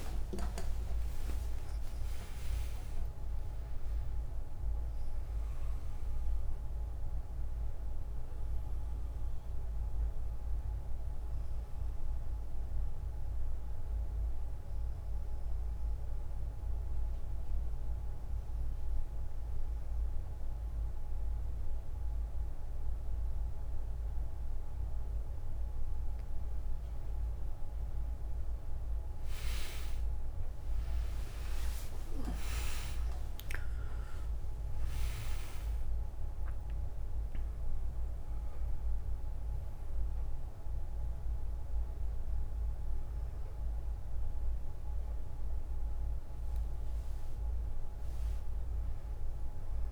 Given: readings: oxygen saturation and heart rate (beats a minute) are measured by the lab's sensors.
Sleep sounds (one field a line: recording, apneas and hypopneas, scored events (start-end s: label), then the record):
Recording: a person awake in a sleep study, by a room microphone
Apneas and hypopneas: 1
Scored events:
17.50-27.50 s: obstructive apnea (oxygen 98% before, 90% lowest, heart rate 74 before, 55 extreme, up 8 after)
23.50-49.92 s: new sleep stage, awake
30.50-49.92 s: oxygen desaturation (device-marked, oxygen 98% before, 92% lowest, heart rate 59 before, 55 extreme)
From the record:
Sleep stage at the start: N1 (lightest sleep)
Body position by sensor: on the back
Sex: female